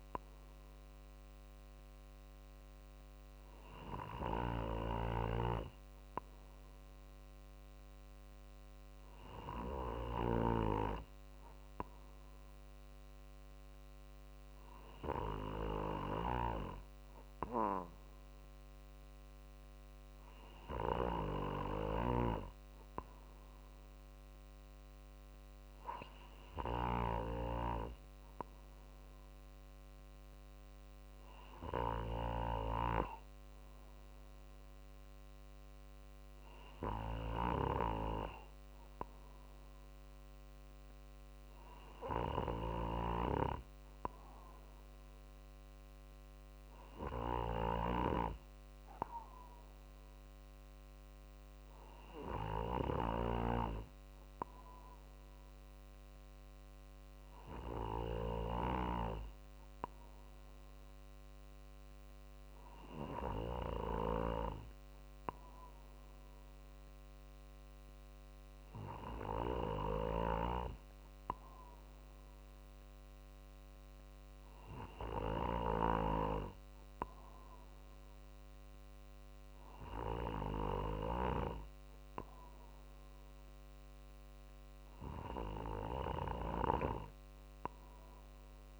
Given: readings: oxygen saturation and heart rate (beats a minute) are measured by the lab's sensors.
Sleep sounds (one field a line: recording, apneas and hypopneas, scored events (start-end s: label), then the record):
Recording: breathing in sleep by a microphone on the trachea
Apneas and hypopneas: none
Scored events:
none scored
From the record:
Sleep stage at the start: N2 (light sleep)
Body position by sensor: on the right side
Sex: male